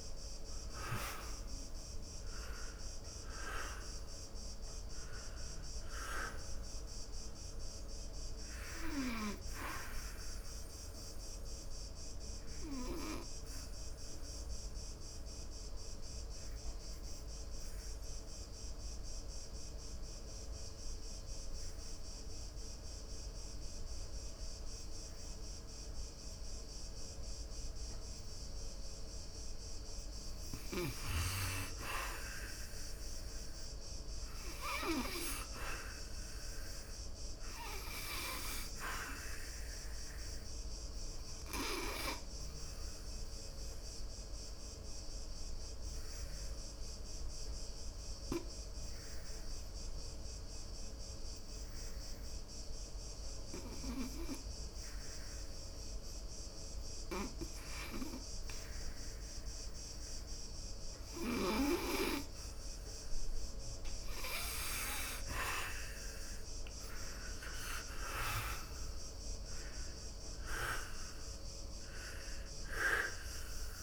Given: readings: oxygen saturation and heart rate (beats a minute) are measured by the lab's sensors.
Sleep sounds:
breathing in sleep by a room microphone; 2
1.00-28.00 s: oxygen desaturation (device-marked, oxygen 94% before, 73% lowest, heart rate 64 before, 60 extreme)
11.00-29.50 s: obstructive apnea (oxygen 94% before, 73% lowest, heart rate 75 before, 60 extreme, up 3 after)
32.00-35.50 s: arousal
36.00-69.00 s: oxygen desaturation (device-marked, oxygen 99% before, 79% lowest, heart rate 68 before, 62 extreme)
40.50-62.50 s: obstructive apnea (oxygen 99% before, 79% lowest, heart rate 66 before, 62 extreme, up 21 after)
66.00-71.50 s: arousal
From the record:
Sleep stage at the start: N2 (light sleep); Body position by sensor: on the back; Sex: male

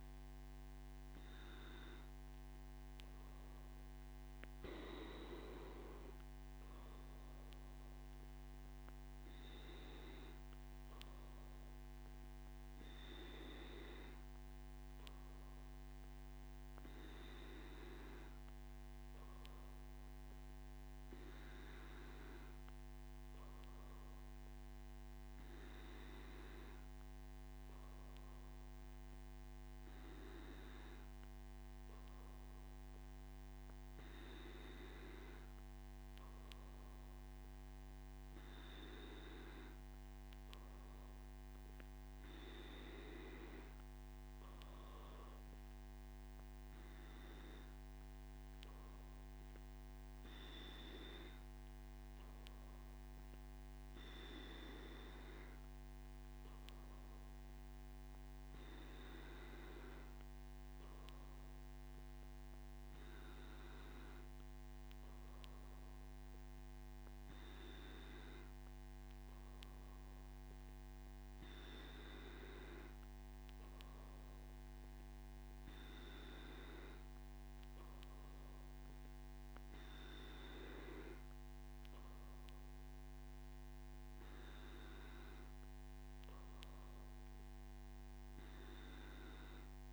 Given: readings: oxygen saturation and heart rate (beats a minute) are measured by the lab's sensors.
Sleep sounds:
breathing in sleep by a microphone on the trachea; none
33.00-89.93 s: new sleep stage, N3 (deep sleep)
From the record:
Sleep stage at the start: N2 (light sleep); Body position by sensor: on the back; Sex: male

